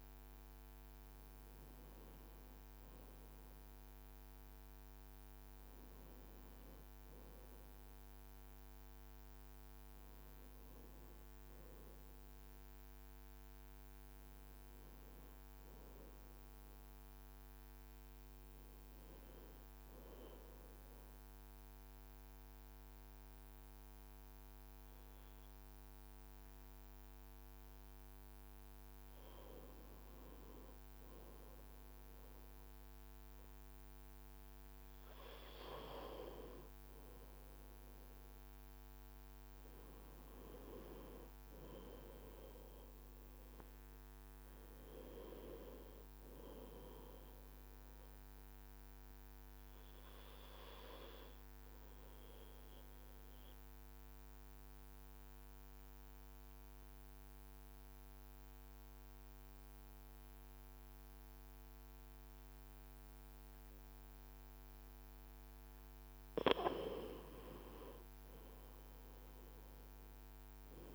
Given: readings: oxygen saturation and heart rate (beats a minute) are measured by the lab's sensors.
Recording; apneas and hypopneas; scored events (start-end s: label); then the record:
breathing in sleep by a microphone on the trachea; 2
0.00-13.00 s: oxygen desaturation (oxygen 91% lowest, heart rate 52 extreme)
14.00-17.00 s: arousal
19.50-29.50 s: obstructive apnea (oxygen 93% before, 92% lowest, heart rate 58 before, 52 extreme, up 0 after)
21.00-70.95 s: new sleep stage, N2 (light sleep)
35.50-40.00 s: arousal
49.00-65.00 s: obstructive apnea (oxygen 95% before, 91% lowest, heart rate 53 before, 52 extreme, up 2 after)
54.00-56.00 s: leg movement (device-marked)
67.00-70.95 s: arousal
From the record:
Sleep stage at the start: N1 (lightest sleep); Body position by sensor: on the back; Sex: male